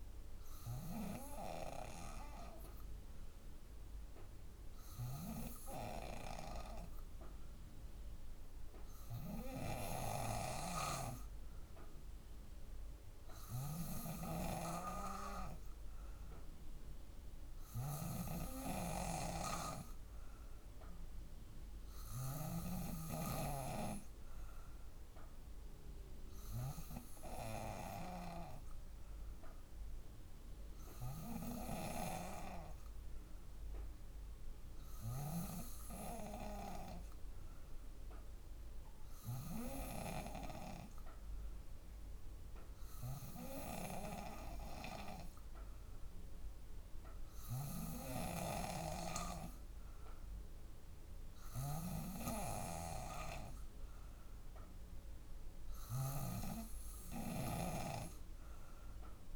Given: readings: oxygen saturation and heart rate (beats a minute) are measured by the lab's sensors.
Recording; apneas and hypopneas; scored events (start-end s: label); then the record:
breathing in sleep by a room microphone; none
13.00-22.50 s: snoring (device-marked)
41.00-51.00 s: drop in pulse transit time (device-marked, heart rate 58 before, 58 extreme)
48.00-51.50 s: snoring (device-marked)
From the record:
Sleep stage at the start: N2 (light sleep); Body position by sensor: on the back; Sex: female